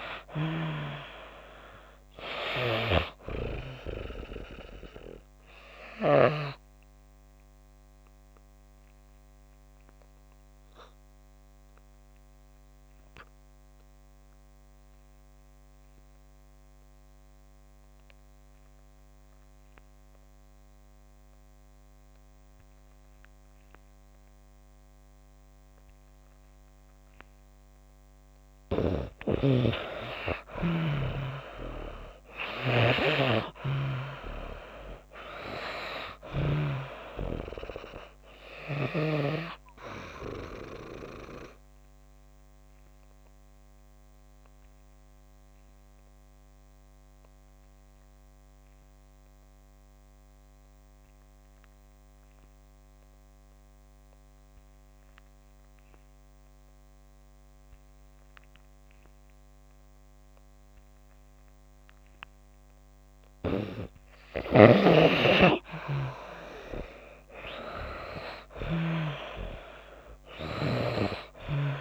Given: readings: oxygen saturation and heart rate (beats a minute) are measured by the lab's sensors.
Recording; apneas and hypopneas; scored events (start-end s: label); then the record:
breathing in sleep by a microphone on the trachea; 2
0.00-27.00 s: oxygen desaturation (device-marked, oxygen 79% lowest)
5.00-27.50 s: obstructive apnea (oxygen 94% before, 79% lowest)
29.50-33.00 s: arousal
39.50-63.50 s: obstructive apnea (oxygen 97% before, 87% lowest)
46.00-59.00 s: oxygen desaturation (device-marked, oxygen 95% before, 87% lowest)
65.50-69.50 s: arousal
From the record:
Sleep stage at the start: N2 (light sleep); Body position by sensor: on the back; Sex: female